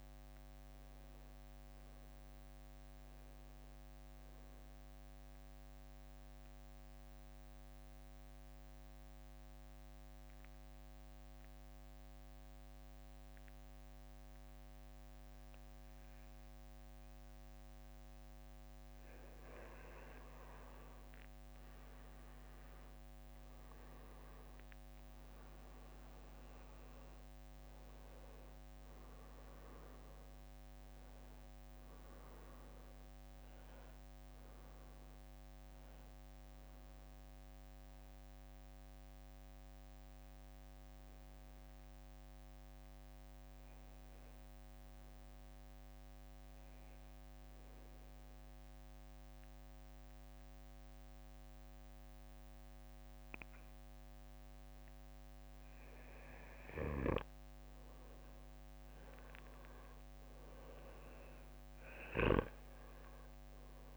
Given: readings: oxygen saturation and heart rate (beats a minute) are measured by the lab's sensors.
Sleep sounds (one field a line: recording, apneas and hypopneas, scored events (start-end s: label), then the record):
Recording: breathing in sleep, hard to hear, by a microphone on the trachea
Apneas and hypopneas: 2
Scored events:
5.00-17.00 s: obstructive apnea (oxygen 96% before, 89% lowest, heart rate 68 before, 54 extreme, up 11 after)
21.00-25.00 s: arousal
22.50-43.50 s: oxygen desaturation (device-marked, oxygen 96% before, 89% lowest, heart rate 61 before, 54 extreme)
47.00-57.50 s: obstructive apnea (oxygen 97% before, 91% lowest, heart rate 60 before, 59 extreme, up 10 after)
57.00-59.00 s: long interval between heartbeats (device-marked, heart rate 58 before, 65 extreme)
59.50-63.00 s: arousal
60.50-63.97 s: oxygen desaturation (device-marked, oxygen 97% before, 91% lowest, heart rate 60 before, 59 extreme)
From the record:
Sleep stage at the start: N2 (light sleep)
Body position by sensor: on the back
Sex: male